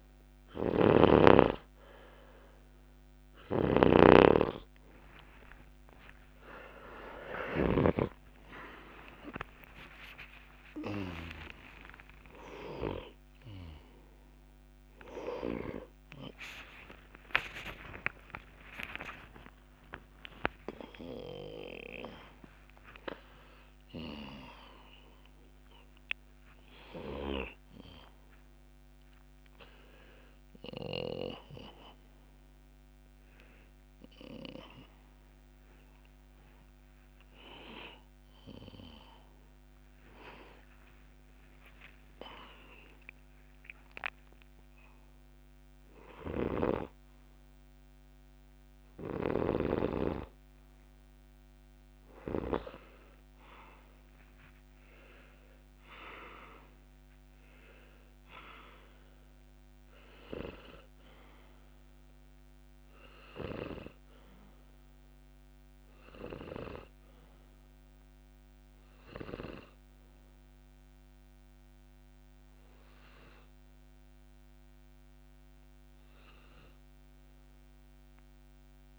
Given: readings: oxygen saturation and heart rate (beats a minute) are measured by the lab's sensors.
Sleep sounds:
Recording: a person partly awake in a sleep study, by a microphone on the trachea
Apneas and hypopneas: none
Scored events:
0.00-11.50 s: snoring (device-marked)
4.50-34.50 s: new sleep stage, awake
15.50-24.50 s: oxygen desaturation (device-marked, oxygen 91% before, 88% lowest, heart rate 92 before, 71 extreme)
34.50-64.50 s: new sleep stage, N1 (lightest sleep)
46.50-50.00 s: snoring (device-marked)
62.50-78.50 s: oxygen desaturation (device-marked, oxygen 95% before, 92% lowest, heart rate 85 before, 63 extreme)
64.50-78.99 s: new sleep stage, N2 (light sleep)
From the record:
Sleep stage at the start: N2 (light sleep)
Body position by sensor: on the back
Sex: male

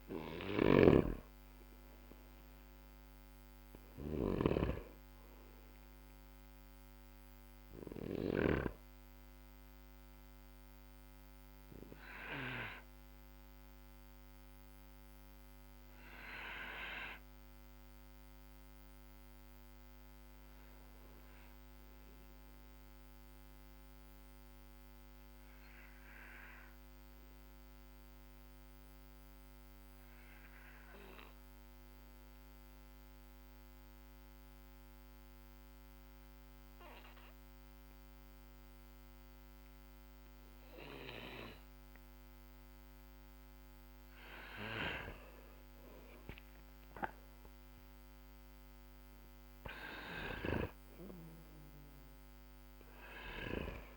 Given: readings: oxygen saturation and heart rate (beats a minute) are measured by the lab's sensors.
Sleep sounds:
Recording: breathing in sleep by a microphone on the trachea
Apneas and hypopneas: 1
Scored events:
0.00-8.00 s: snoring (device-marked)
0.00-24.50 s: oxygen desaturation (device-marked, oxygen 93% lowest, heart rate 43 extreme)
15.00-43.50 s: obstructive apnea (oxygen 97% before, 93% lowest, heart rate 59 before, 44 extreme, up 14 after)
47.50-52.00 s: arousal
50.00-53.50 s: snoring (device-marked)
From the record:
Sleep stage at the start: N2 (light sleep)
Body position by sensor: on the back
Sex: male

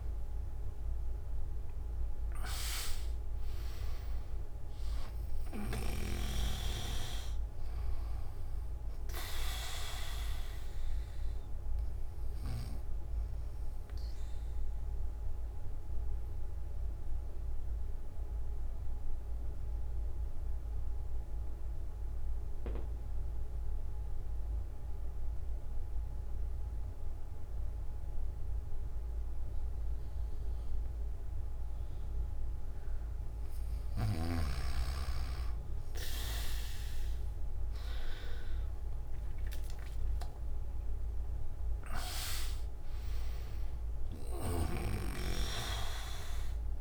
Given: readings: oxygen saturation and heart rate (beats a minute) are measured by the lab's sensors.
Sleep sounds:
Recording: breathing in sleep by a room microphone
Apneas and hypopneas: 1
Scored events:
6.50-26.50 s: oxygen desaturation (device-marked, oxygen 98% before, 94% lowest)
11.00-32.00 s: obstructive apnea (oxygen 98% before, 94% lowest)
43.50-46.81 s: oxygen desaturation (device-marked, oxygen 99% before, 94% lowest)
From the record:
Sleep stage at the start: N1 (lightest sleep)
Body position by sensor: on the back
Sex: male

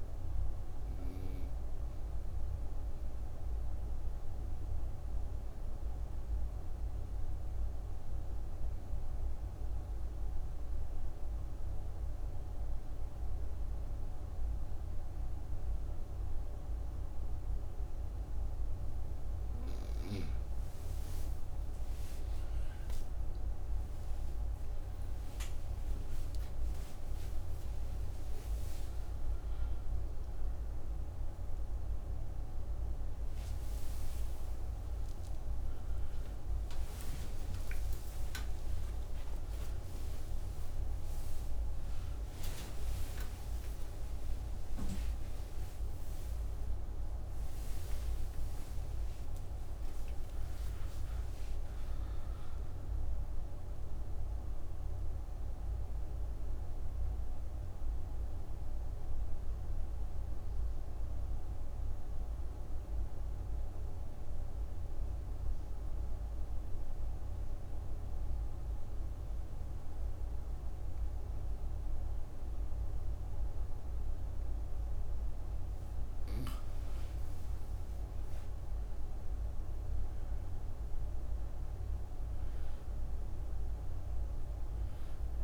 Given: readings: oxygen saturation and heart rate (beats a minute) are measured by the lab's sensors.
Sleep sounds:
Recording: a person partly awake in a sleep study, hard to hear, by a room microphone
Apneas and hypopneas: 2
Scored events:
1.50-18.50 s: obstructive apnea (oxygen 97% before, 93% lowest)
26.00-56.00 s: new sleep stage, awake
48.00-55.00 s: oxygen desaturation (device-marked, oxygen 96% before, 93% lowest)
56.00-85.44 s: new sleep stage, N2 (light sleep)
61.00-72.00 s: oxygen desaturation (device-marked, oxygen 97% before, 93% lowest, heart rate 100 before, 28 extreme)
62.00-75.50 s: obstructive apnea (oxygen 97% before, 91% lowest, heart rate 93 before, 60 extreme, up 41 after)
77.00-81.00 s: arousal
84.00-85.44 s: oxygen desaturation (device-marked, oxygen 99% before, 91% lowest, heart rate 58 before, 60 extreme)
From the record:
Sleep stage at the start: N2 (light sleep)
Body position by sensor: on the back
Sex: female

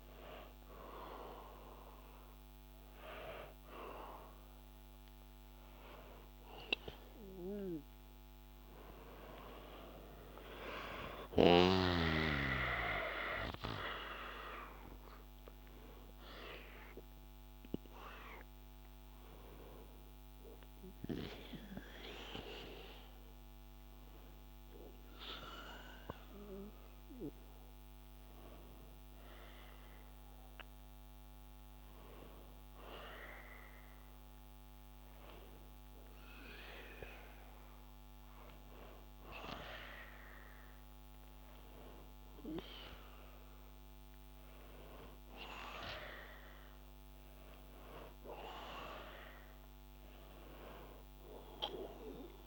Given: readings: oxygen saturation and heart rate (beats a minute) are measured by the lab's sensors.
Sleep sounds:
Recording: breathing in sleep by a microphone on the trachea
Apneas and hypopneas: none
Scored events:
11.00-16.50 s: arousal
30.00-52.47 s: new sleep stage, N2 (light sleep)
From the record:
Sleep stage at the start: N1 (lightest sleep)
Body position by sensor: on the back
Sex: male

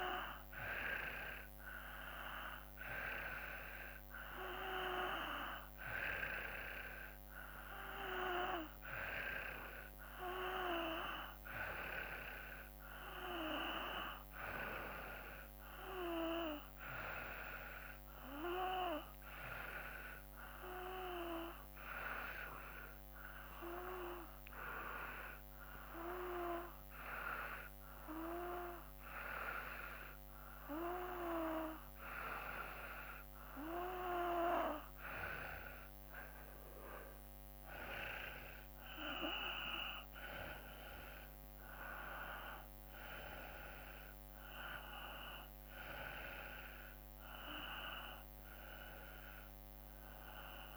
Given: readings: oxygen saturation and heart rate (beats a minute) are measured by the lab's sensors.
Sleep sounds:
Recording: breathing in sleep by a microphone on the trachea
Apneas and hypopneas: 1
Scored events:
13.50-17.50 s: arousal
19.50-32.50 s: hypopnea (oxygen 94% before, 89% lowest, heart rate 57 before, 54 extreme, up 2 after)
33.00-36.00 s: arousal
From the record:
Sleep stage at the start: N2 (light sleep)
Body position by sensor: on the back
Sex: male

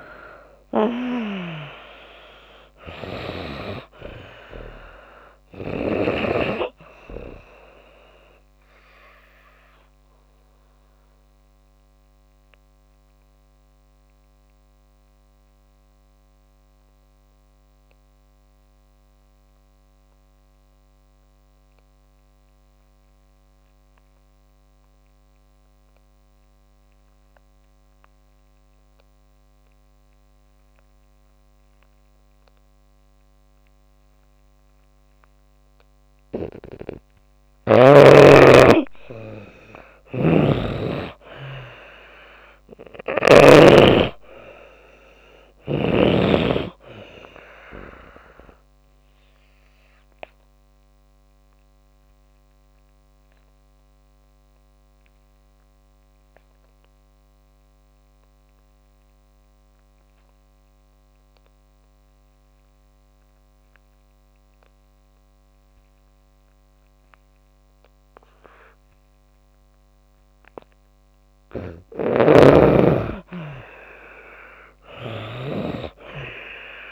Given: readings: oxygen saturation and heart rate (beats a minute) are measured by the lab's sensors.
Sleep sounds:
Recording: breathing in sleep by a microphone on the trachea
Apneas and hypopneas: 2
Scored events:
0.00-32.50 s: oxygen desaturation (device-marked, oxygen 80% lowest)
9.00-36.00 s: obstructive apnea (oxygen 96% before, 80% lowest)
37.50-41.50 s: arousal
40.00-43.50 s: snoring (device-marked)
45.50-71.50 s: oxygen desaturation (device-marked, oxygen 97% before, 82% lowest)
49.00-71.00 s: obstructive apnea (oxygen 97% before, 82% lowest)
72.00-76.92 s: snoring (device-marked)
73.00-76.50 s: arousal
From the record:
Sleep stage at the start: N2 (light sleep)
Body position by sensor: on the back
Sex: female

